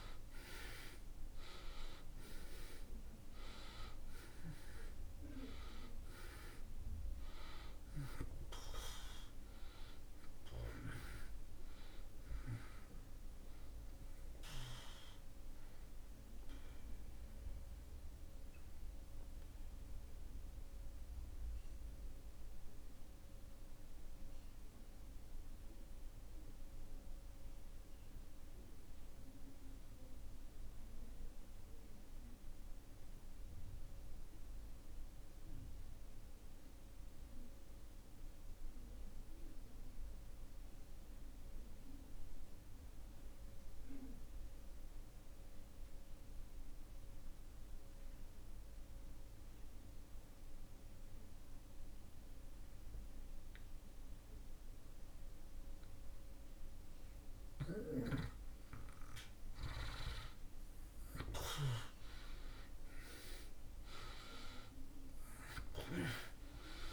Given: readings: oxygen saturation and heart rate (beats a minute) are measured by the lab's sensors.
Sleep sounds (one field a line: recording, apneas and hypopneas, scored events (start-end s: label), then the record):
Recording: breathing in sleep by a room microphone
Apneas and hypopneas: 1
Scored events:
0.00-1.50 s: arousal
0.00-36.00 s: oxygen desaturation (device-marked, oxygen 66% lowest)
18.50-58.00 s: mixed apnea (oxygen 90% before, 64% lowest)
37.00-66.93 s: new sleep stage, N2 (light sleep)
48.00-66.93 s: oxygen desaturation (device-marked, oxygen 97% before, 64% lowest)
60.50-65.00 s: arousal
From the record:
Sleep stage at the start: REM sleep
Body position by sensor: on the back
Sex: male